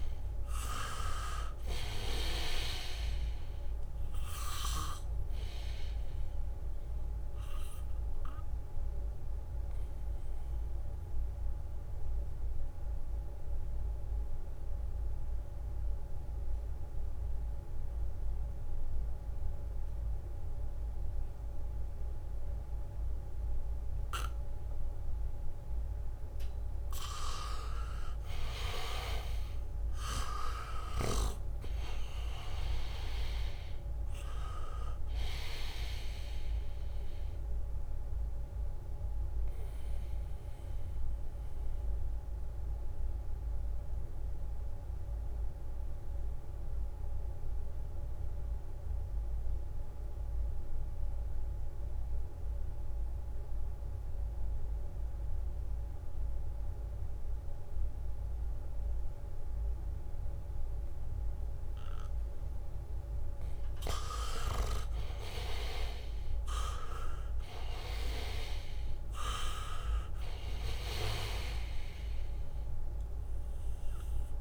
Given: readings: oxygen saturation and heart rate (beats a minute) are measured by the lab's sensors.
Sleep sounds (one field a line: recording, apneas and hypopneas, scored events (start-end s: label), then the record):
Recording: breathing in sleep by a room microphone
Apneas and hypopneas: 2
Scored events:
0.00-2.00 s: arousal
0.00-10.50 s: leg movement (device-marked)
0.00-21.00 s: oxygen desaturation (device-marked, oxygen 80% lowest, heart rate 65 extreme)
6.00-27.50 s: mixed apnea (oxygen 99% before, 80% lowest, heart rate 69 before, 67 extreme, up 1 after)
23.00-58.00 s: oxygen desaturation (device-marked, oxygen 99% before, 82% lowest, heart rate 74 before, 67 extreme)
29.00-33.50 s: arousal
39.00-63.00 s: mixed apnea (oxygen 99% before, 77% lowest, heart rate 71 before, 68 extreme, up 2 after)
64.50-69.00 s: arousal
68.00-74.41 s: oxygen desaturation (device-marked, oxygen 99% before, 80% lowest, heart rate 71 before, 63 extreme)
From the record:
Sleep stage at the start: N2 (light sleep)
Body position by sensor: on the back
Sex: male